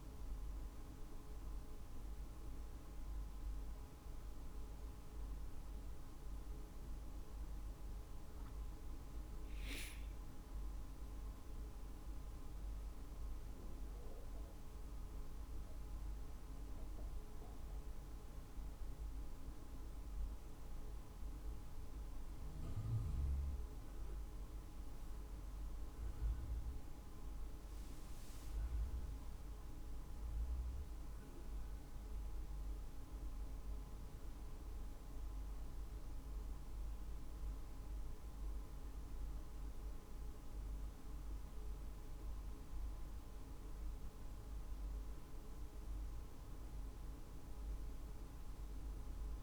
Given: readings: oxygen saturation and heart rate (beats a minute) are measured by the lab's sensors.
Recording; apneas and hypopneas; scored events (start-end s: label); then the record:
a person awake in a sleep study, hard to hear, by a room microphone; none
none scored
From the record:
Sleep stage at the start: awake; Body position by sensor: on the right side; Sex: male